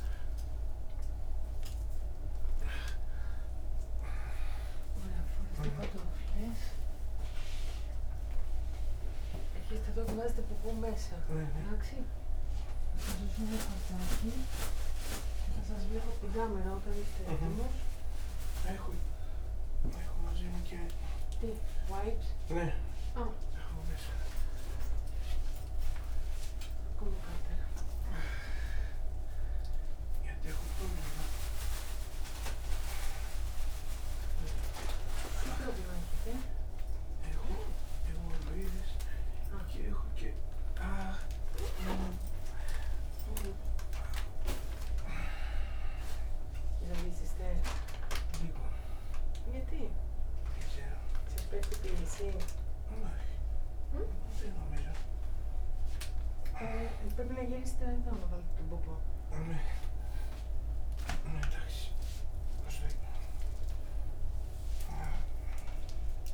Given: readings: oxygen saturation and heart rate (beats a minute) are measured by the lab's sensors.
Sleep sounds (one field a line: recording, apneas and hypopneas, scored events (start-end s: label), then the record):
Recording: a person awake in a sleep study, by a room microphone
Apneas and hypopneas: none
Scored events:
none scored
From the record:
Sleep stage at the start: awake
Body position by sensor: upright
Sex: male